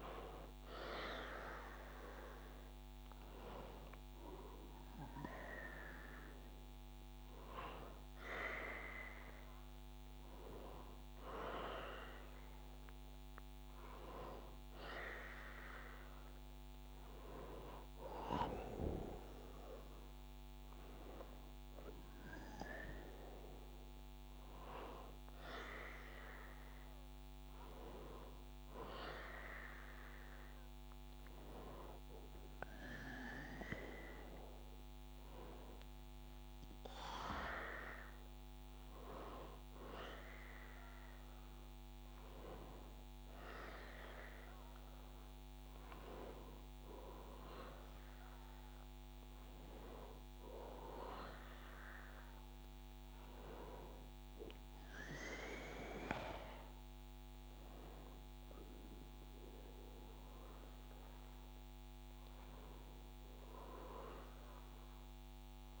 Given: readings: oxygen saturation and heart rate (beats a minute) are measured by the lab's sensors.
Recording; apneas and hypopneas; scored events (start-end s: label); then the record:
a person awake in a sleep study, by a microphone on the trachea; none
none scored
From the record:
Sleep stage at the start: awake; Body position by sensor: on the back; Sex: male